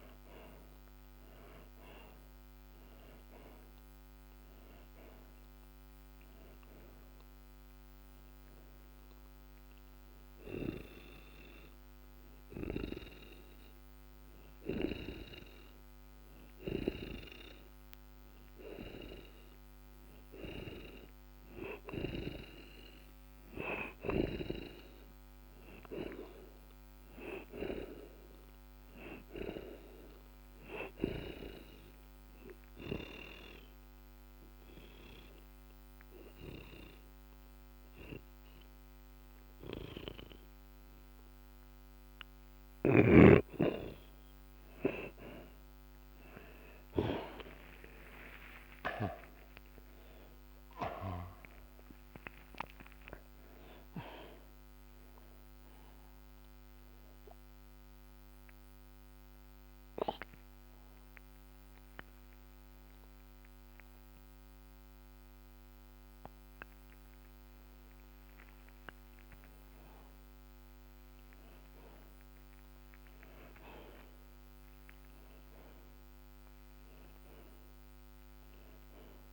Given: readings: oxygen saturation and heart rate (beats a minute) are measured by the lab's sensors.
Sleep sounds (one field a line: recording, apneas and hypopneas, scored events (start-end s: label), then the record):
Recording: breathing in sleep by a microphone on the trachea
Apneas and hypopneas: 3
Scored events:
0.00-1.00 s: arousal
1.50-18.50 s: oxygen desaturation (device-marked, oxygen 82% before, 75% lowest, heart rate 80 before, 38 extreme)
8.00-21.00 s: hypopnea (oxygen 82% before, 68% lowest, heart rate 73 before, 49 extreme, up 6 after)
25.00-28.50 s: arousal
26.50-44.50 s: oxygen desaturation (device-marked, oxygen 84% before, 76% lowest, heart rate 75 before, 47 extreme)
33.00-44.00 s: obstructive apnea (oxygen 84% before, 68% lowest, heart rate 79 before, 47 extreme, up 6 after)
48.00-53.00 s: arousal
58.00-69.50 s: hypopnea (oxygen 82% before, 68% lowest)
62.50-70.50 s: oxygen desaturation (device-marked, oxygen 81% before, 68% lowest)
71.00-74.50 s: arousal
From the record:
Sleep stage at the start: N2 (light sleep)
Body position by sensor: on the back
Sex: male